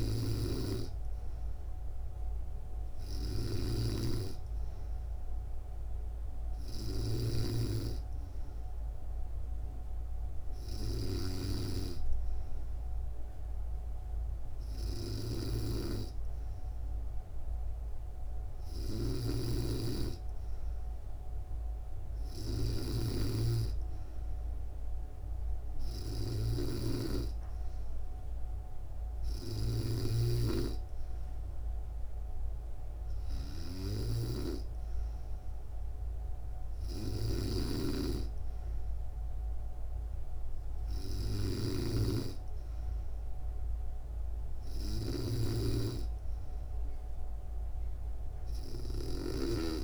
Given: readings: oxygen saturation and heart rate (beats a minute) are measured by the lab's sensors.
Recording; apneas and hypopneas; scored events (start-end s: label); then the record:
breathing in sleep by a room microphone; none
0.00-11.00 s: snoring (device-marked)
18.50-29.50 s: snoring (device-marked)
36.50-49.84 s: snoring (device-marked)
From the record:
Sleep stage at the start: N3 (deep sleep); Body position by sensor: on the back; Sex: female